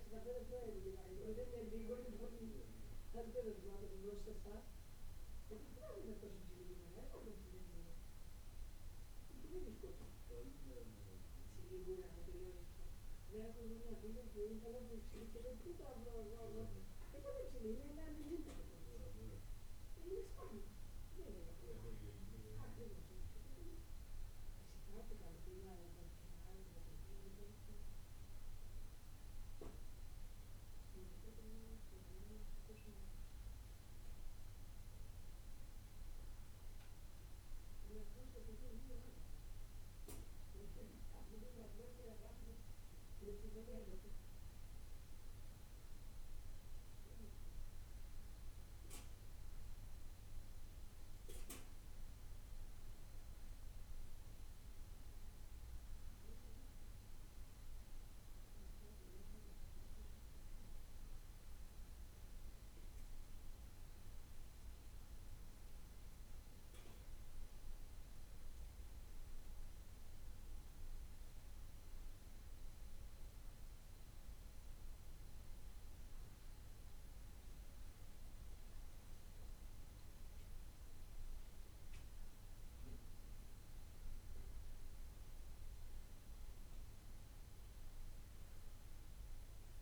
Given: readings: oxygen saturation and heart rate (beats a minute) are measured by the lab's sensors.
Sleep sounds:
breathing in sleep by a room microphone; none
85.50-89.82 s: new sleep stage, N2 (light sleep)
From the record:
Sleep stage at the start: N1 (lightest sleep); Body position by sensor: on the back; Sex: male

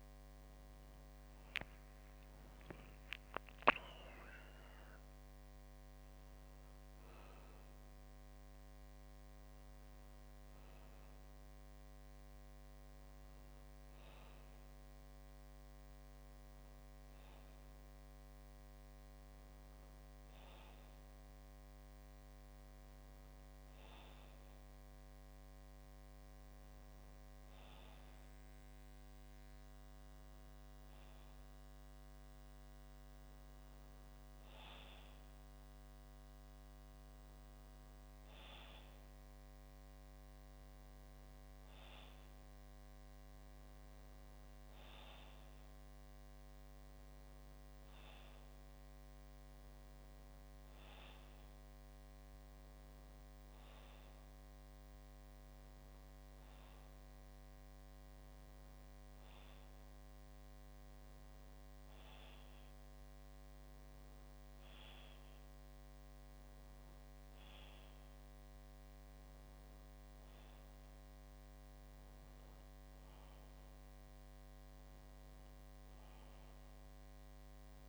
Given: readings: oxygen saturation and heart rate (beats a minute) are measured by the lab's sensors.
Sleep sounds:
breathing in sleep, hard to hear, by a microphone on the trachea; none
none scored
From the record:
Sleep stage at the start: N2 (light sleep); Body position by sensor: on the back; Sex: male

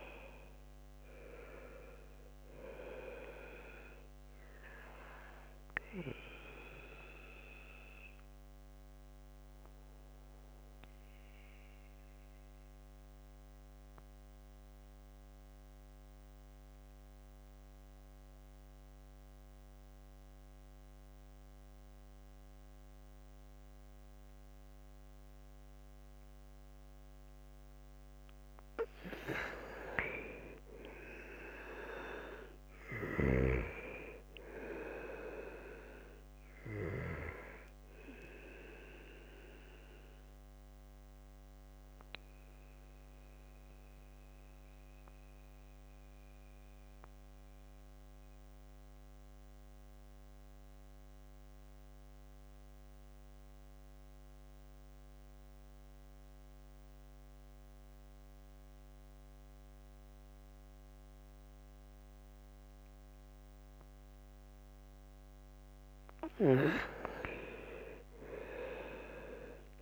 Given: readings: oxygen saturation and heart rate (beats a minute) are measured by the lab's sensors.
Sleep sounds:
breathing in sleep by a microphone on the trachea; 2
0.00-1.50 s: arousal
3.50-18.50 s: oxygen desaturation (device-marked, oxygen 98% before, 84% lowest, heart rate 64 before, 62 extreme)
6.50-27.50 s: mixed apnea (oxygen 98% before, 80% lowest, heart rate 65 before, 60 extreme, up 5 after)
28.50-33.00 s: arousal
29.50-55.50 s: oxygen desaturation (device-marked, oxygen 97% before, 80% lowest, heart rate 64 before, 60 extreme)
40.00-65.00 s: mixed apnea (oxygen 97% before, 79% lowest, heart rate 67 before, 59 extreme, up 3 after)
65.50-69.82 s: oxygen desaturation (device-marked, oxygen 99% before, 79% lowest, heart rate 66 before, 59 extreme)
67.00-69.82 s: arousal
From the record:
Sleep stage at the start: N2 (light sleep); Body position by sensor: on the back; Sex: male

